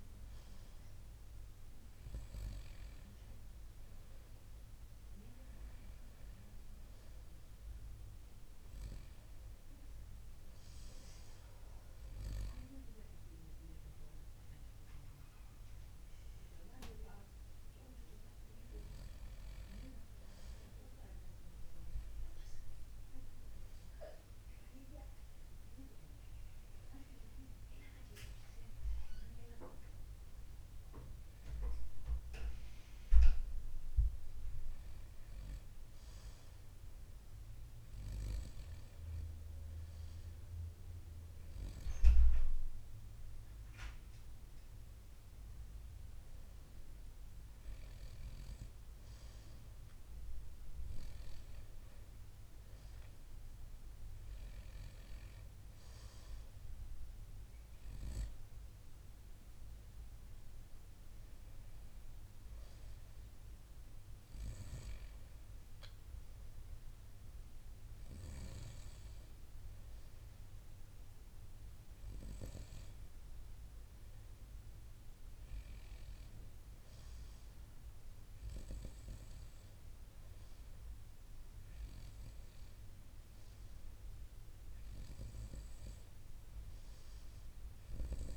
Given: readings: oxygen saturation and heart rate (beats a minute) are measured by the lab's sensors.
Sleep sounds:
breathing in sleep by a room microphone; none
none scored
From the record:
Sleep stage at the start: N2 (light sleep); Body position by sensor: on the right side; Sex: male

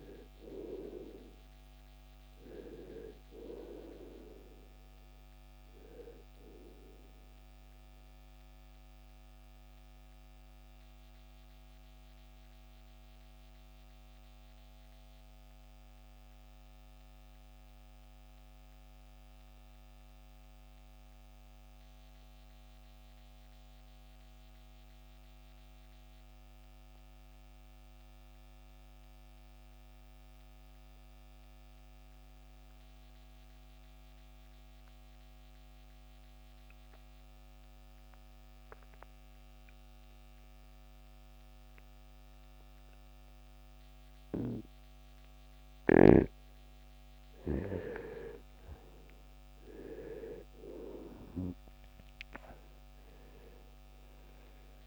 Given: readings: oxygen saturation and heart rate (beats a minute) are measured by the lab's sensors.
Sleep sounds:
breathing in sleep by a microphone on the trachea; 1
0.00-24.00 s: oxygen desaturation (device-marked, oxygen 83% lowest, heart rate 46 extreme)
7.00-45.00 s: mixed apnea (oxygen 98% before, 81% lowest, heart rate 73 before, 46 extreme, up 13 after)
46.50-52.00 s: arousal
53.00-54.86 s: oxygen desaturation (device-marked, oxygen 97% before, 93% lowest, heart rate 56 before, 64 extreme)
From the record:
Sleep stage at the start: REM sleep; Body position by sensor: on the right side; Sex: male

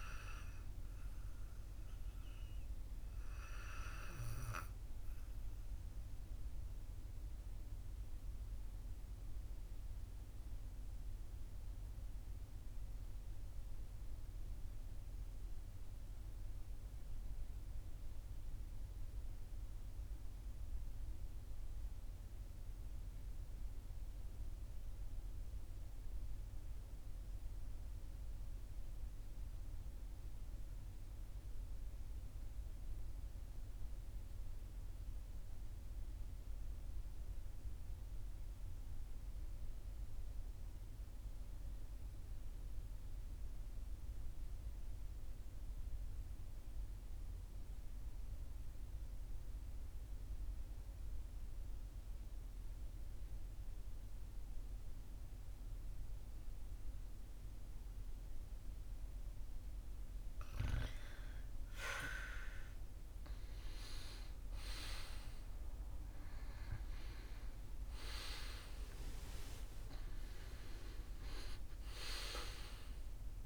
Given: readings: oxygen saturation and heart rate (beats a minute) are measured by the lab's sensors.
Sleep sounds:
breathing in sleep by a room microphone; 1
1.00-59.50 s: obstructive apnea (oxygen 97% before, 81% lowest, heart rate 44 before, 41 extreme, up 10 after)
36.50-73.46 s: oxygen desaturation (device-marked, oxygen 96% before, 81% lowest, heart rate 41 before, 42 extreme)
61.00-65.00 s: arousal
63.50-73.46 s: new sleep stage, N1 (lightest sleep)
From the record:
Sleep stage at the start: REM sleep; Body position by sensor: on the right side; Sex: male

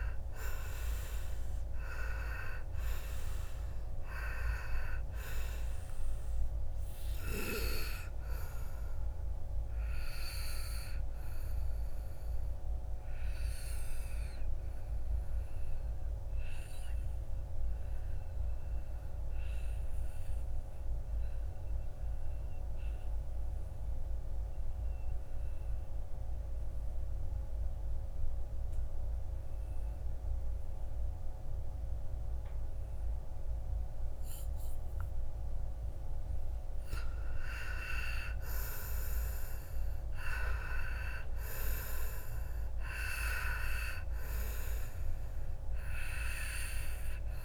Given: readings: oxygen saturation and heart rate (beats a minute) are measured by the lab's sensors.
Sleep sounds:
breathing in sleep by a room microphone; 1
0.00-18.50 s: oxygen desaturation (device-marked, oxygen 77% lowest, heart rate 54 extreme)
8.50-35.00 s: obstructive apnea (oxygen 97% before, 77% lowest, heart rate 69 before, 53 extreme, up 12 after)
36.50-40.50 s: arousal
36.50-47.44 s: oxygen desaturation (device-marked, oxygen 98% before, 85% lowest, heart rate 56 before, 53 extreme)
From the record:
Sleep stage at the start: N2 (light sleep); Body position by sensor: on the back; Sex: male

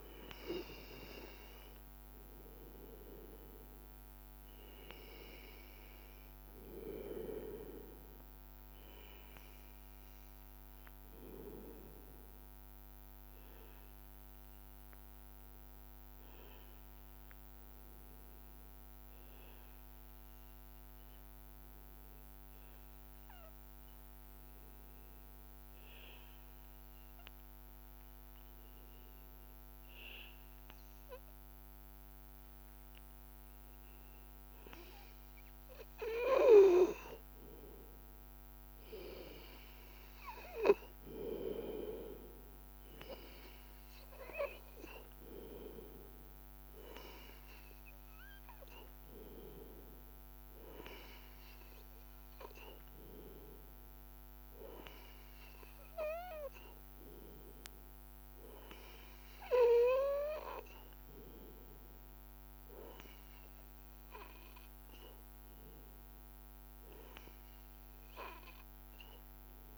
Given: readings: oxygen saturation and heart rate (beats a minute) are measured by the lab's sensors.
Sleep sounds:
breathing in sleep by a microphone on the trachea; 1
0.00-5.50 s: oxygen desaturation (device-marked, oxygen 93% lowest, heart rate 82 extreme)
9.50-12.50 s: arousal
14.00-34.00 s: hypopnea (oxygen 97% before, 93% lowest, heart rate 84 before, 82 extreme, up 2 after)
36.00-40.00 s: arousal
From the record:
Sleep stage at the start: N2 (light sleep); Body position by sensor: on the back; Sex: male

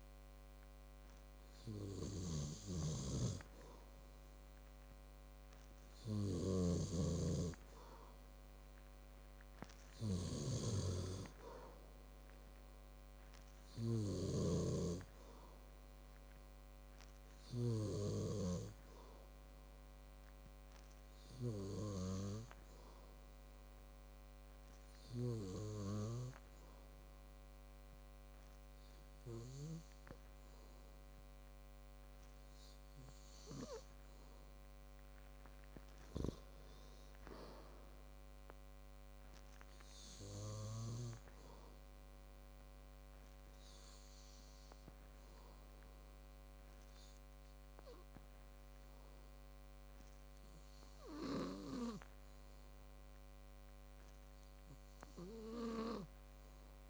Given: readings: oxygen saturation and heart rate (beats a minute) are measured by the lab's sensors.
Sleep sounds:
breathing in sleep by a microphone on the trachea; 1
3.50-15.50 s: snoring (device-marked)
12.00-24.50 s: hypopnea (oxygen 98% before, 93% lowest, heart rate 58 before, 56 extreme, up 1 after)
26.00-28.50 s: arousal
32.50-40.50 s: oxygen desaturation (device-marked, oxygen 96% before, 93% lowest, heart rate 59 before, 56 extreme)
From the record:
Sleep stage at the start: N2 (light sleep); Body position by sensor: on the back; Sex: male

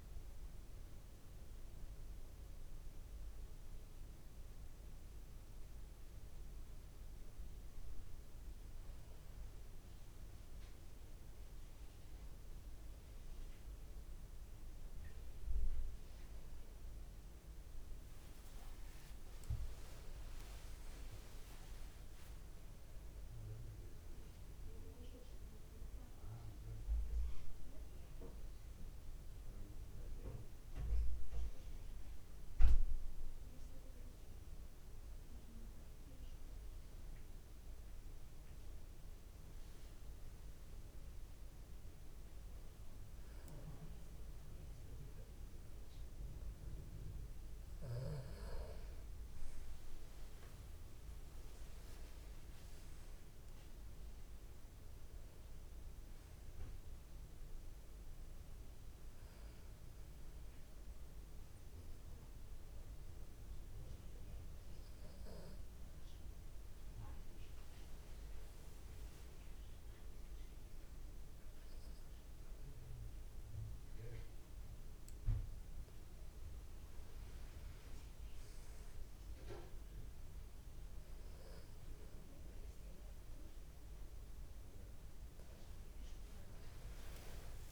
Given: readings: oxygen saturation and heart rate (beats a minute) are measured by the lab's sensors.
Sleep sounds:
breathing in sleep, hard to hear, by a room microphone; 2
21.00-24.00 s: arousal
26.00-36.00 s: obstructive apnea (oxygen 96% before, 93% lowest)
39.50-43.00 s: arousal
57.50-67.50 s: hypopnea (oxygen 96% before, 93% lowest)
69.50-72.50 s: arousal
73.00-78.00 s: tachycardia (device-marked, heart rate 63 before, 107 extreme)
From the record:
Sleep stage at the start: N2 (light sleep); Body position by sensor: on the back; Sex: male

